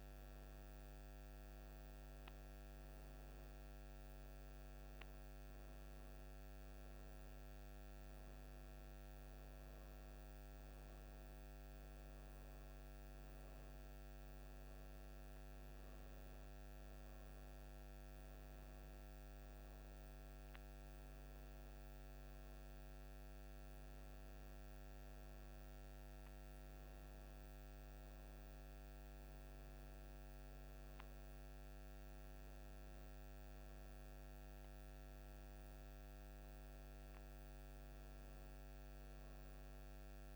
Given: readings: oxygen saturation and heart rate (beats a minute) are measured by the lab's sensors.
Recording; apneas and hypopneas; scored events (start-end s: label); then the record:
a person awake in a sleep study, hard to hear, by a microphone on the trachea; none
none scored
From the record:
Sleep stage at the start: awake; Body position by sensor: on the right side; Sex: female